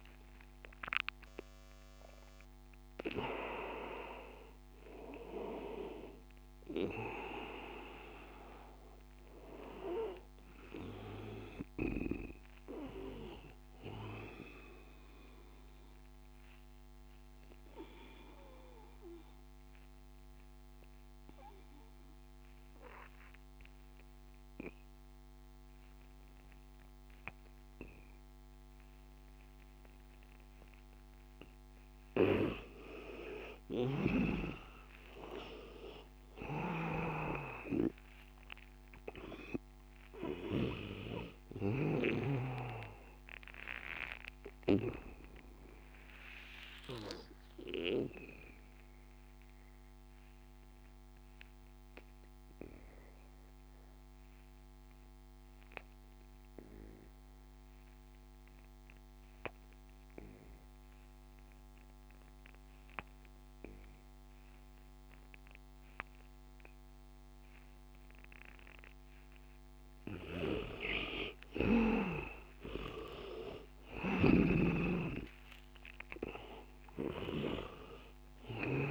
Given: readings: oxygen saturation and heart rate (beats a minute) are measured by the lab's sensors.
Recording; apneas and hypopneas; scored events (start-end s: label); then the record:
breathing in sleep by a microphone on the trachea; 2
0.00-19.00 s: oxygen desaturation (device-marked, oxygen 74% lowest, heart rate 77 extreme)
15.00-31.50 s: obstructive apnea (oxygen 98% before, 74% lowest, heart rate 86 before, 84 extreme, up 10 after)
32.00-41.00 s: snoring (device-marked)
34.00-38.50 s: arousal
35.00-55.00 s: oxygen desaturation (device-marked, oxygen 100% before, 84% lowest, heart rate 88 before, 81 extreme)
43.00-69.00 s: obstructive apnea (oxygen 100% before, 81% lowest, heart rate 89 before, 81 extreme, up 15 after)
66.00-78.91 s: oxygen desaturation (device-marked, oxygen 99% before, 81% lowest, heart rate 87 before, 83 extreme)
71.50-74.50 s: arousal
74.00-78.91 s: snoring (device-marked)
From the record:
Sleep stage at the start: N2 (light sleep); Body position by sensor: on the back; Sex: male